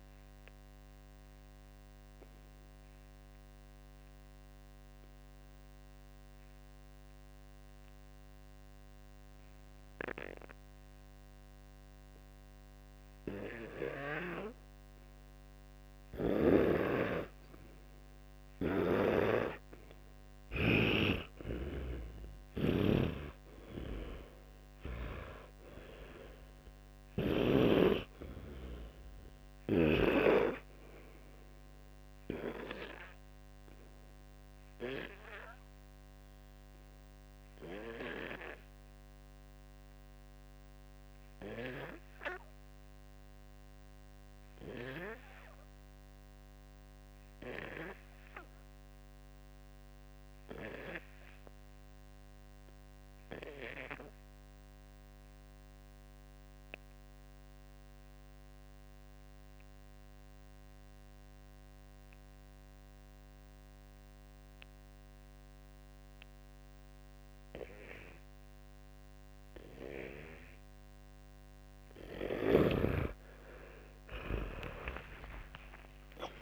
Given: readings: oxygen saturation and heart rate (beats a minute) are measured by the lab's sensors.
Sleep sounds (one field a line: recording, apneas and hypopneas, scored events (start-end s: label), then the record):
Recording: breathing in sleep by a microphone on the trachea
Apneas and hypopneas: 2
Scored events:
3.50-16.50 s: hypopnea (oxygen 100% before, 90% lowest, heart rate 65 before, 56 extreme, up 15 after)
16.50-27.50 s: oxygen desaturation (device-marked, oxygen 95% before, 90% lowest, heart rate 61 before, 57 extreme)
18.50-27.50 s: snoring (device-marked)
19.00-22.50 s: arousal
37.50-70.50 s: obstructive apnea (oxygen 97% before, 92% lowest, heart rate 67 before, 47 extreme)
46.50-58.50 s: oxygen desaturation (device-marked, oxygen 97% before, 92% lowest, heart rate 65 before, 47 extreme)
73.50-76.42 s: arousal
From the record:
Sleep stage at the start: N2 (light sleep)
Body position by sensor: on the back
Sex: male